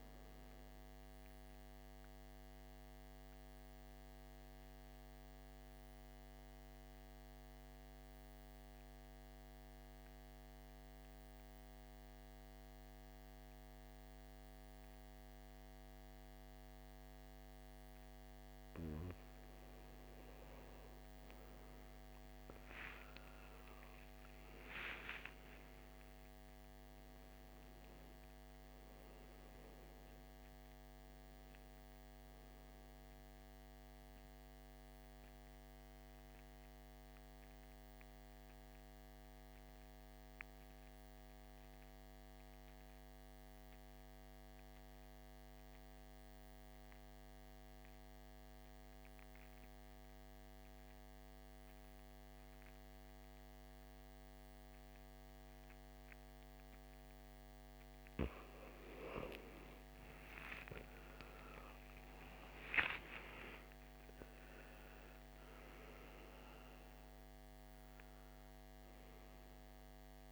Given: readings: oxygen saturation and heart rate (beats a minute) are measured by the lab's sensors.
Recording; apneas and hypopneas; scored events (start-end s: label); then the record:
breathing in sleep by a microphone on the trachea; 2
0.00-16.00 s: oxygen desaturation (device-marked, oxygen 91% lowest, heart rate 56 extreme)
4.00-18.00 s: central apnea (oxygen 99% before, 85% lowest, heart rate 63 before, 56 extreme, up 10 after)
23.00-28.00 s: arousal
23.00-45.00 s: oxygen desaturation (device-marked, oxygen 97% before, 90% lowest, heart rate 59 before, 56 extreme)
34.00-57.50 s: mixed apnea (oxygen 97% before, 85% lowest, heart rate 65 before, 55 extreme, up 15 after)
55.00-70.32 s: oxygen desaturation (device-marked, oxygen 99% before, 85% lowest, heart rate 59 before, 55 extreme)
59.50-64.00 s: arousal
From the record:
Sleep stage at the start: N2 (light sleep); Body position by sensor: on the back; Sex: male